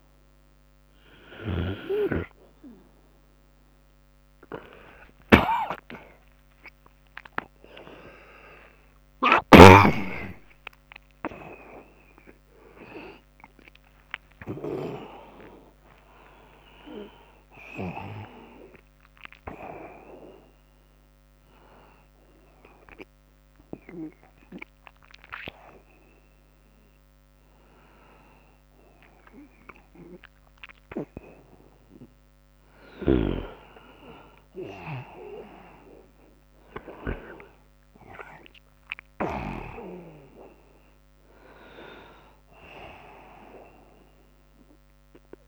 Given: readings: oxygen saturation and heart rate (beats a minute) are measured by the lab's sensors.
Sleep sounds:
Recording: a person awake in a sleep study, by a microphone on the trachea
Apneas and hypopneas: none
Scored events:
4.00-8.50 s: snoring (device-marked)
5.50-35.50 s: new sleep stage, awake
7.50-21.50 s: drop in pulse transit time (device-marked, heart rate 81 before, 72 extreme)
20.50-26.50 s: oxygen desaturation (device-marked, oxygen 93% before, 90% lowest, heart rate 80 before, 80 extreme)
27.50-29.50 s: long interval between heartbeats (device-marked, heart rate 82 before, 89 extreme)
35.50-45.48 s: new sleep stage, N2 (light sleep)
From the record:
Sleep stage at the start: N2 (light sleep)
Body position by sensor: on the right side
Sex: male

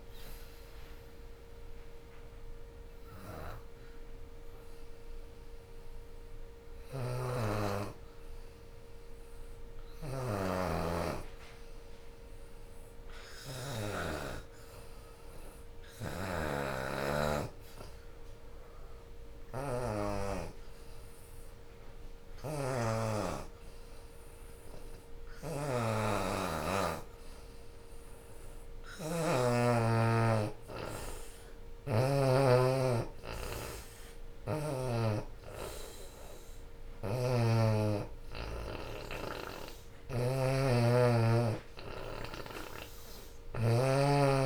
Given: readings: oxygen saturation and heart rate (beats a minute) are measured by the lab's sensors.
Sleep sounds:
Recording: breathing in sleep by a room microphone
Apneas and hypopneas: 1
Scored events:
0.00-2.50 s: drop in pulse transit time (device-marked, heart rate 74 extreme)
0.00-12.50 s: oxygen desaturation (device-marked, oxygen 81% lowest, heart rate 62 extreme)
1.50-30.00 s: hypopnea (oxygen 92% before, 81% lowest, heart rate 77 before, 63 extreme, up 19 after)
14.50-29.50 s: oxygen desaturation (device-marked, oxygen 94% before, 85% lowest, heart rate 75 before, 69 extreme)
31.50-35.00 s: arousal
31.50-44.46 s: oxygen desaturation (device-marked, oxygen 88% before, 83% lowest, heart rate 76 before, 68 extreme)
From the record:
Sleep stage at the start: N2 (light sleep)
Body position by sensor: on the back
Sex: female

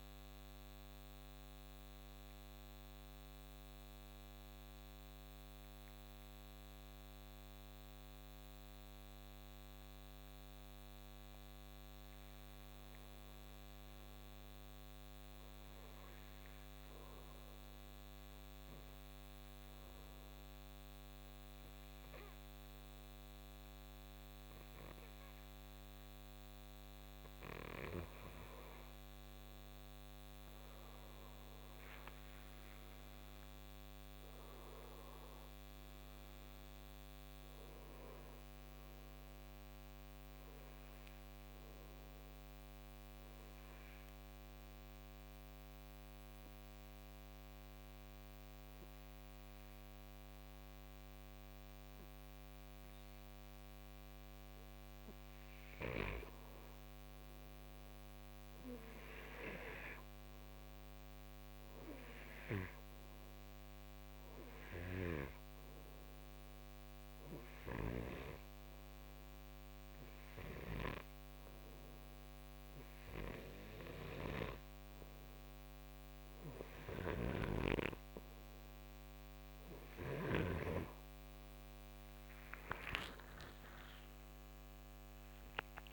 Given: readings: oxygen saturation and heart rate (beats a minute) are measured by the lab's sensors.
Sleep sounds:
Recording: breathing in sleep by a microphone on the trachea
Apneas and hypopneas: 4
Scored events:
0.00-5.00 s: oxygen desaturation (device-marked, oxygen 91% lowest, heart rate 63 extreme)
1.00-12.50 s: mixed apnea (oxygen 97% before, 89% lowest, heart rate 80 before, 64 extreme, up 12 after)
3.00-85.93 s: new sleep stage, N2 (light sleep)
14.00-16.50 s: arousal
18.50-28.50 s: obstructive apnea (oxygen 97% before, 89% lowest, heart rate 69 before, 65 extreme, up 10 after)
19.00-26.00 s: oxygen desaturation (device-marked, oxygen 97% before, 92% lowest, heart rate 69 before, 65 extreme)
31.50-35.50 s: arousal
35.00-48.00 s: oxygen desaturation (device-marked, oxygen 93% before, 89% lowest, heart rate 70 before, 65 extreme)
44.50-57.00 s: obstructive apnea (oxygen 96% before, 90% lowest, heart rate 71 before, 67 extreme, up 1 after)
59.50-62.00 s: arousal
60.00-71.00 s: oxygen desaturation (device-marked, oxygen 96% before, 90% lowest, heart rate 69 before, 65 extreme)
67.50-79.00 s: hypopnea (oxygen 96% before, 86% lowest, heart rate 69 before, 59 extreme, up 11 after)
77.00-80.50 s: snoring (device-marked)
82.50-85.93 s: arousal
From the record:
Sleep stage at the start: N1 (lightest sleep)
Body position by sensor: on the right side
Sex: male

